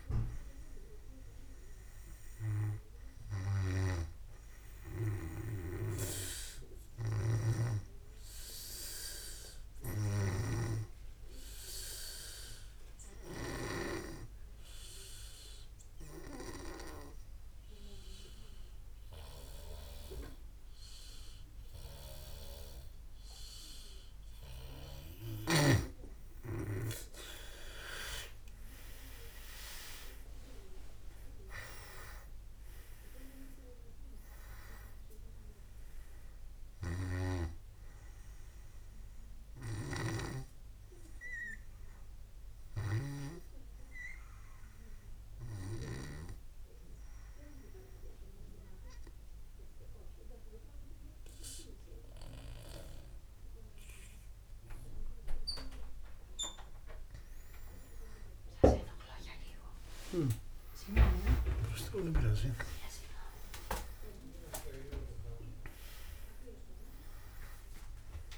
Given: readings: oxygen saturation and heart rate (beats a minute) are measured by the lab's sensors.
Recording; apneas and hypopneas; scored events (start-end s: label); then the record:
breathing in sleep by a room microphone; 2
0.00-10.50 s: oxygen desaturation (device-marked, oxygen 93% lowest, heart rate 66 extreme)
12.00-25.00 s: obstructive apnea (oxygen 97% before, 91% lowest, heart rate 69 before, 63 extreme, up 20 after)
26.50-31.00 s: arousal
29.50-46.50 s: oxygen desaturation (device-marked, oxygen 99% before, 91% lowest, heart rate 69 before, 63 extreme)
44.00-56.50 s: obstructive apnea (oxygen 99% before, 92% lowest, heart rate 74 before, 64 extreme, up 35 after)
59.50-64.50 s: arousal
From the record:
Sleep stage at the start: N2 (light sleep); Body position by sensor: on the back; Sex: male